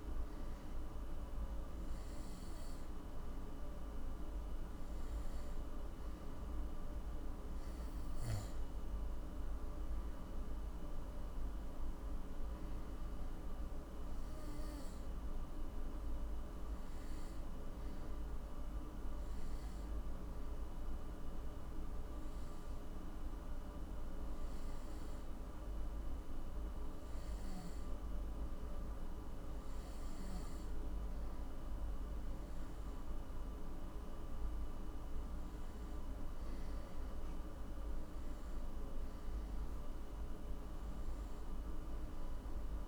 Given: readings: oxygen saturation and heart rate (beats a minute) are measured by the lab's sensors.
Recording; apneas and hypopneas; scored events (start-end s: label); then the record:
breathing in sleep, hard to hear, by a room microphone; 1
11.00-15.00 s: arousal
18.50-29.50 s: hypopnea (oxygen 97% before, 93% lowest, heart rate 63 before, 60 extreme, up 10 after)
34.00-37.50 s: arousal
From the record:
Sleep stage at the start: N2 (light sleep); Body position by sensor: on the back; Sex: male